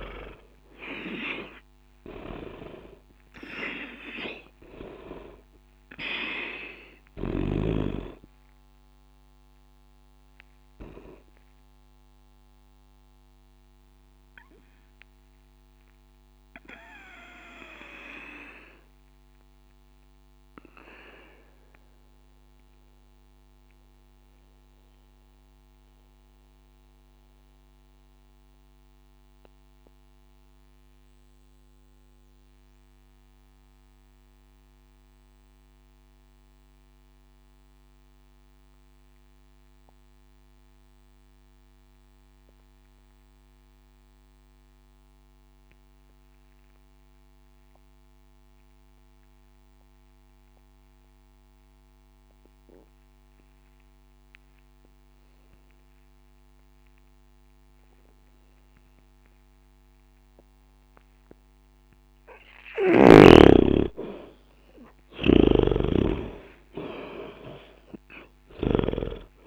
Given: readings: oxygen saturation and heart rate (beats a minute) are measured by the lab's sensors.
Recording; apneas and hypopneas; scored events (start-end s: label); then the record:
breathing in sleep by a microphone on the trachea; 1
0.00-36.50 s: oxygen desaturation (device-marked, oxygen 74% lowest, heart rate 60 extreme)
14.00-63.50 s: obstructive apnea (oxygen 97% before, 74% lowest, heart rate 63 before, 60 extreme, up 30 after)
55.50-69.47 s: oxygen desaturation (device-marked, oxygen 99% before, 75% lowest, heart rate 60 before, 59 extreme)
65.50-69.00 s: snoring (device-marked)
67.00-69.47 s: arousal
From the record:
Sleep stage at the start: N2 (light sleep); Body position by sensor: on the back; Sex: male